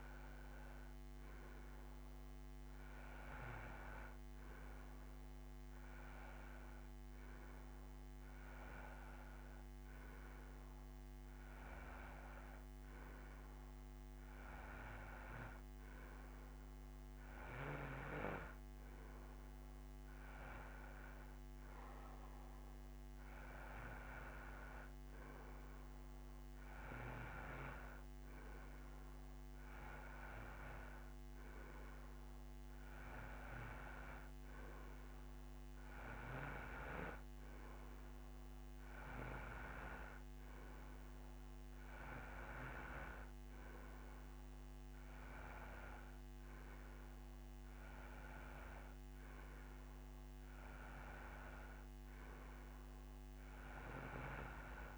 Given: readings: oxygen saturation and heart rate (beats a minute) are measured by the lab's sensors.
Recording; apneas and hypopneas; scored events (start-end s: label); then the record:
breathing in sleep by a microphone on the trachea; none
none scored
From the record:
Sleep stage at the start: N2 (light sleep); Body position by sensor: on the right side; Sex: male